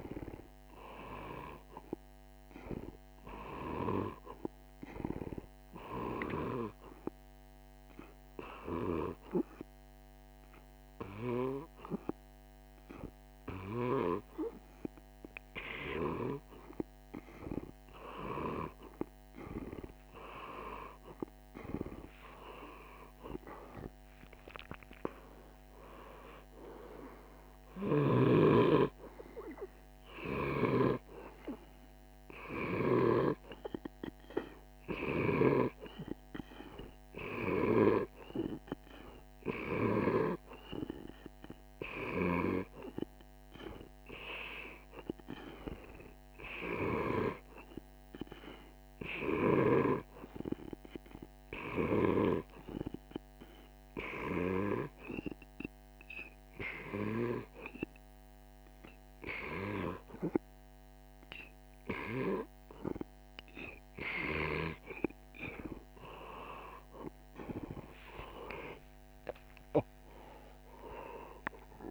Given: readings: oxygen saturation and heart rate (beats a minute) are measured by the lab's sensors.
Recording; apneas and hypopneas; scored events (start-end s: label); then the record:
breathing in sleep by a microphone on the trachea; 1
27.00-32.50 s: snoring (device-marked)
52.50-63.50 s: hypopnea (oxygen 98% before, 93% lowest, heart rate 52 before, 51 extreme, up 29 after)
67.00-71.50 s: arousal
From the record:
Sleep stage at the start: N2 (light sleep); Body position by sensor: on the right side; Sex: male